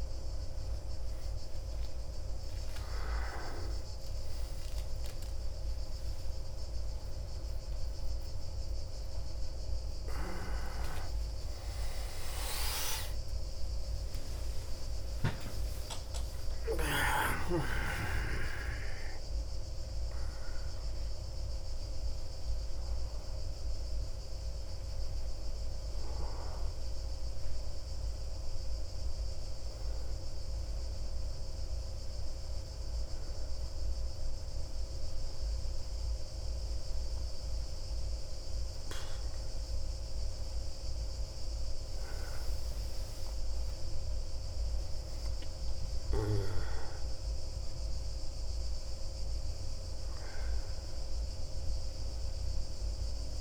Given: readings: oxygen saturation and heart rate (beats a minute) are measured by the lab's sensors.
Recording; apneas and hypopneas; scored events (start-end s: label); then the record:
a person awake in a sleep study, by a room microphone; none
0.00-29.00 s: oxygen desaturation (device-marked, oxygen 93% lowest)
From the record:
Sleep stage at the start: awake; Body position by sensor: on the back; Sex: male